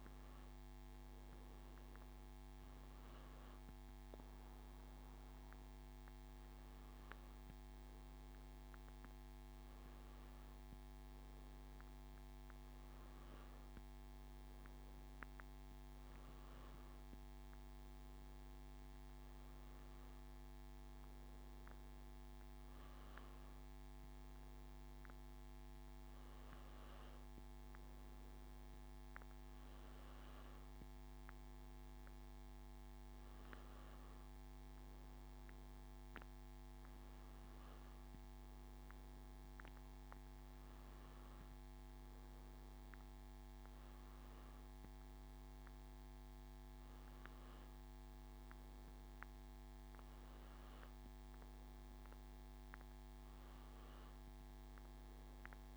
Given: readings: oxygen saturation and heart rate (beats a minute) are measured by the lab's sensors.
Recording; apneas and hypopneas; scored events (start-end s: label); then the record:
breathing in sleep, hard to hear, by a microphone on the trachea; none
48.50-53.00 s: arousal
From the record:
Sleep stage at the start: N2 (light sleep); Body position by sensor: on the back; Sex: male